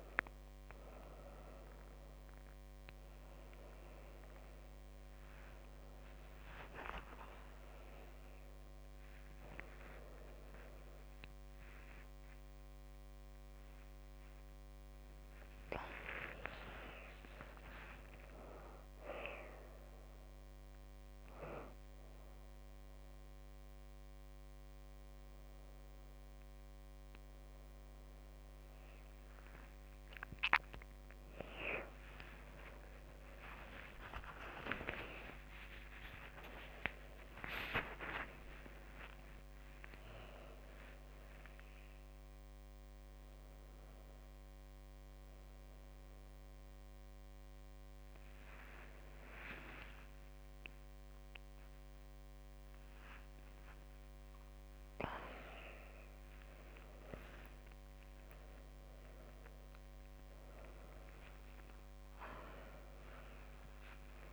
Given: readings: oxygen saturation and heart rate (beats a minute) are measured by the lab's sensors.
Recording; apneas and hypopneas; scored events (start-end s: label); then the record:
a person awake in a sleep study, by a microphone on the trachea; none
0.00-1.00 s: long interval between heartbeats (device-marked, heart rate 148 extreme)
0.00-1.50 s: drop in pulse transit time (device-marked, heart rate 147 extreme)
0.00-8.50 s: tachycardia (device-marked, heart rate 164 extreme)
6.00-8.00 s: long interval between heartbeats (device-marked, heart rate 135 before, 104 extreme)
17.00-19.00 s: long interval between heartbeats (device-marked, heart rate 117 before, 90 extreme)
18.50-20.50 s: tachycardia (device-marked, heart rate 84 before, 100 extreme)
30.50-39.50 s: tachycardia (device-marked, heart rate 84 before, 140 extreme)
34.50-36.50 s: long interval between heartbeats (device-marked, heart rate 90 before, 120 extreme)
36.50-38.50 s: long interval between heartbeats (device-marked, heart rate 93 before, 127 extreme)
62.50-64.33 s: oxygen desaturation (device-marked, oxygen 99% before, 96% lowest, heart rate 84 before, 75 extreme)
From the record:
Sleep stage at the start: awake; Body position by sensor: on the back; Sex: female